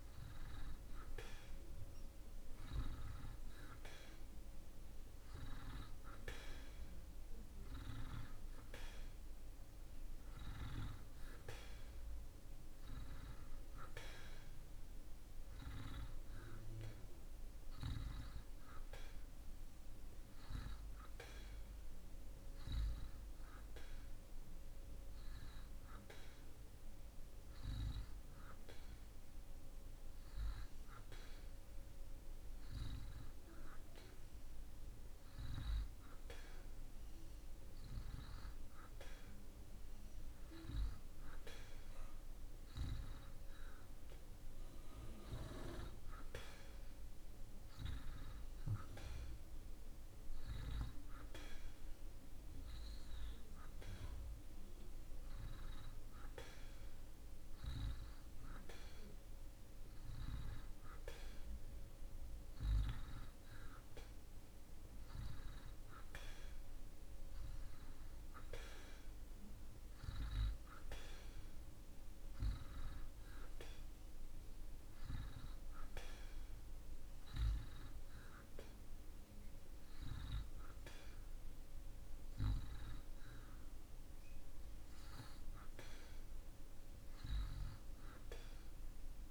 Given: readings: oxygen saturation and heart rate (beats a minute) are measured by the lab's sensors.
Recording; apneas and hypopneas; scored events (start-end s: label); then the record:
breathing in sleep by a room microphone; none
none scored
From the record:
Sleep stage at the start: N2 (light sleep); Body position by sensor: on the back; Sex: male